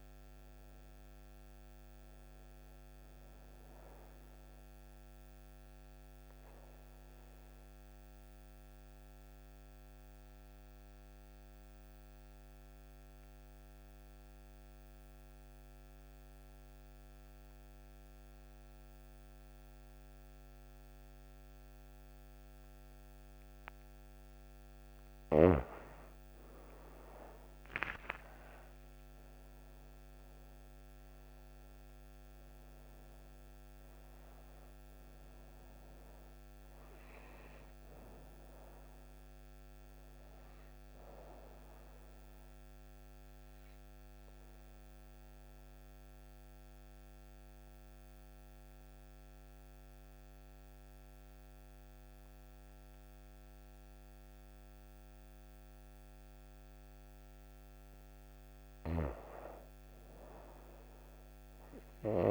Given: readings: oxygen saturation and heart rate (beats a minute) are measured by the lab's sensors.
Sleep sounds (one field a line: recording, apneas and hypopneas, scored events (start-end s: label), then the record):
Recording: breathing in sleep, hard to hear, by a microphone on the trachea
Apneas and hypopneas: 2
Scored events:
0.00-11.00 s: oxygen desaturation (device-marked, oxygen 94% lowest)
4.50-23.50 s: obstructive apnea (oxygen 99% before, 91% lowest)
26.50-31.50 s: arousal
27.00-55.00 s: oxygen desaturation (device-marked, oxygen 98% before, 91% lowest)
41.50-57.50 s: obstructive apnea (oxygen 98% before, 87% lowest)
59.00-62.31 s: arousal
From the record:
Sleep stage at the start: N2 (light sleep)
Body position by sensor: on the right side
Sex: female